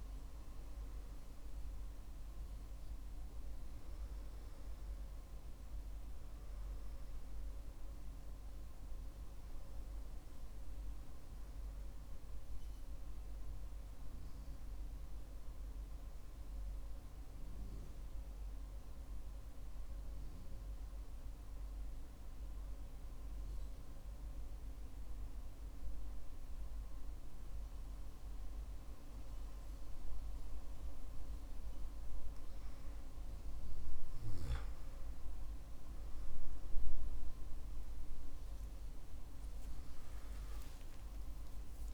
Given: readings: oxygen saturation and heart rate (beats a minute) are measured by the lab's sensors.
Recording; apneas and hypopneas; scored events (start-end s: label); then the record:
breathing in sleep, hard to hear, by a room microphone; 1
19.50-34.50 s: hypopnea (oxygen 94% before, 95% lowest, heart rate 56 before, 53 extreme)
38.00-41.94 s: tachycardia (device-marked, heart rate 58 before, 148 extreme)
38.50-41.94 s: arousal
From the record:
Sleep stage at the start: N2 (light sleep); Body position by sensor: on the back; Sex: male